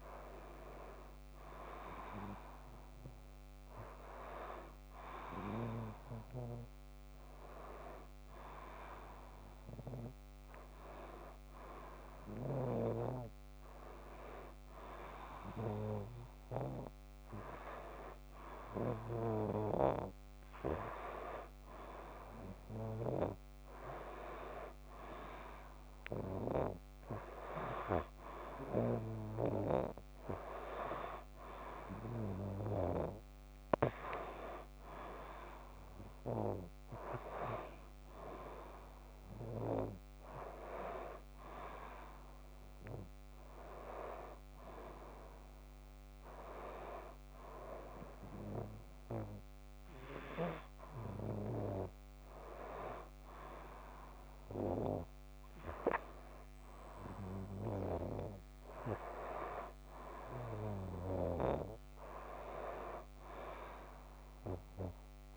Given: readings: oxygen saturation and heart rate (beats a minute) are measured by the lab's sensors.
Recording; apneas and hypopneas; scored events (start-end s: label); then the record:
breathing in sleep by a microphone on the trachea; none
none scored
From the record:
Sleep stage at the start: N2 (light sleep); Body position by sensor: on the back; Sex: female